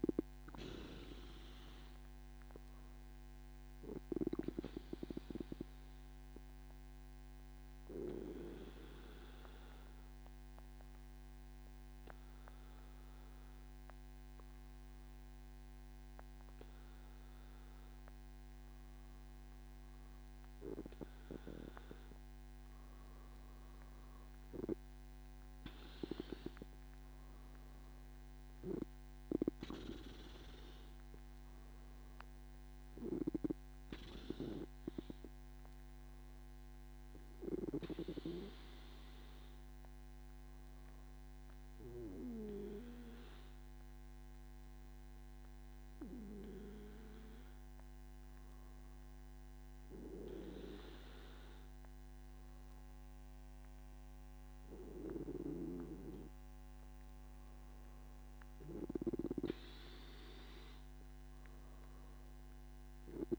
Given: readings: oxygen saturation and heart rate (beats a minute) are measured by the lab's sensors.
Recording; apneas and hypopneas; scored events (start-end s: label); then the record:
breathing in sleep by a microphone on the trachea; 2
2.00-19.00 s: obstructive apnea (oxygen 97% before, 94% lowest, heart rate 114 before, 95 extreme, up 4 after)
35.50-54.50 s: obstructive apnea (oxygen 96% before, 94% lowest, heart rate 115 before, 78 extreme, up 5 after)
From the record:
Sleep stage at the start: N1 (lightest sleep); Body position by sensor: on the back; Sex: male